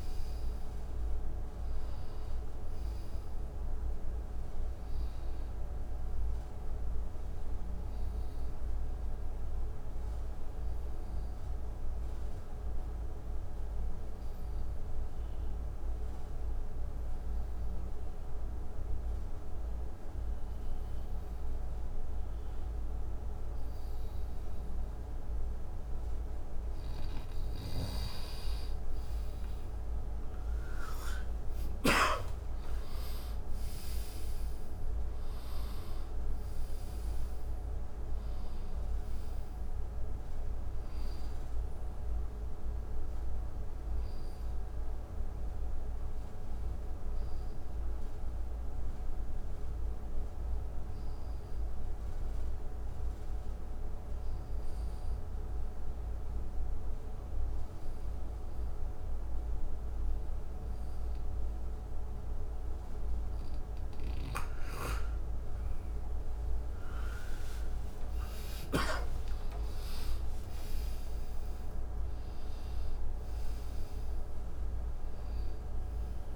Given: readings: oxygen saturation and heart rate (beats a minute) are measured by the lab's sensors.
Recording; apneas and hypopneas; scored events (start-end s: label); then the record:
breathing in sleep, hard to hear, by a room microphone; 2
10.00-26.50 s: obstructive apnea (oxygen 93% before, 86% lowest, heart rate 72 before, 61 extreme, up 21 after)
28.50-53.50 s: oxygen desaturation (device-marked, oxygen 95% before, 86% lowest, heart rate 66 before, 61 extreme)
30.00-35.50 s: arousal
45.50-64.50 s: obstructive apnea (oxygen 95% before, 86% lowest, heart rate 76 before, 61 extreme, up 28 after)
66.50-76.36 s: oxygen desaturation (device-marked, oxygen 97% before, 87% lowest, heart rate 66 before, 61 extreme)
67.00-72.50 s: arousal
From the record:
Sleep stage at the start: N2 (light sleep); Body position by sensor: on the right side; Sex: male